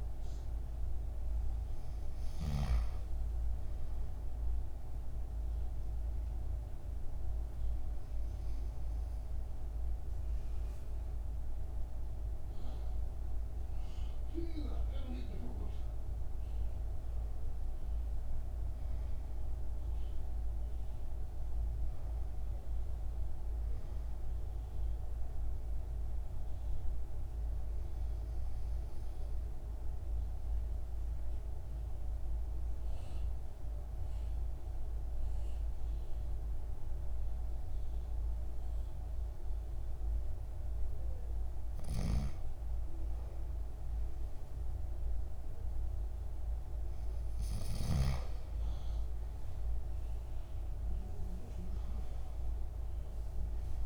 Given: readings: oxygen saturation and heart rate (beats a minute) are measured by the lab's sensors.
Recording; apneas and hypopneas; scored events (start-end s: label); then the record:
breathing in sleep, hard to hear, by a room microphone; 2
0.00-9.50 s: oxygen desaturation (device-marked, oxygen 94% lowest, heart rate 54 extreme)
3.50-16.00 s: obstructive apnea (oxygen 97% before, 93% lowest, heart rate 57 before, 54 extreme, up 8 after)
18.00-21.50 s: arousal
25.00-40.50 s: obstructive apnea (oxygen 97% before, 93% lowest, heart rate 57 before, 53 extreme, up 4 after)
43.00-46.50 s: arousal
51.50-53.86 s: oxygen desaturation (device-marked, oxygen 97% before, 93% lowest, heart rate 56 before, 53 extreme)
From the record:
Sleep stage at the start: N2 (light sleep); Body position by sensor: on the back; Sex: male